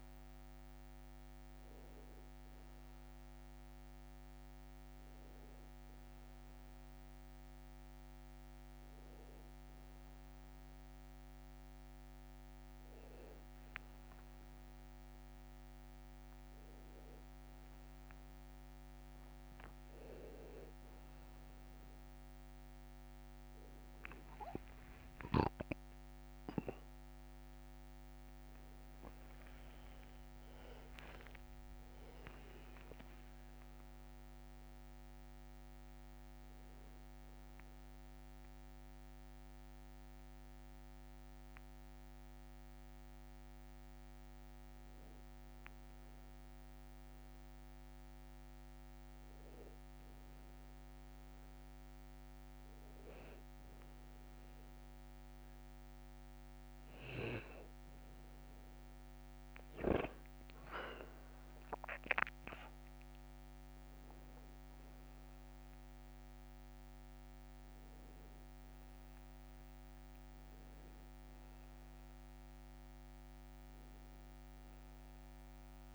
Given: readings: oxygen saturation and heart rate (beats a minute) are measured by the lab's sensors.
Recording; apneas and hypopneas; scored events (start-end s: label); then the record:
breathing in sleep by a microphone on the trachea; none
13.00-19.00 s: tachycardia (device-marked, heart rate 74 before, 129 extreme)
14.50-16.50 s: long interval between heartbeats (device-marked, heart rate 90 before, 77 extreme)
18.50-20.50 s: long interval between heartbeats (device-marked, heart rate 77 before, 129 extreme)
25.50-27.50 s: long interval between heartbeats (device-marked, heart rate 85 before, 69 extreme)
28.50-32.50 s: arousal
70.50-72.50 s: long interval between heartbeats (device-marked, heart rate 61 before, 71 extreme)
From the record:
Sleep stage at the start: N1 (lightest sleep); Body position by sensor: on the back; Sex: male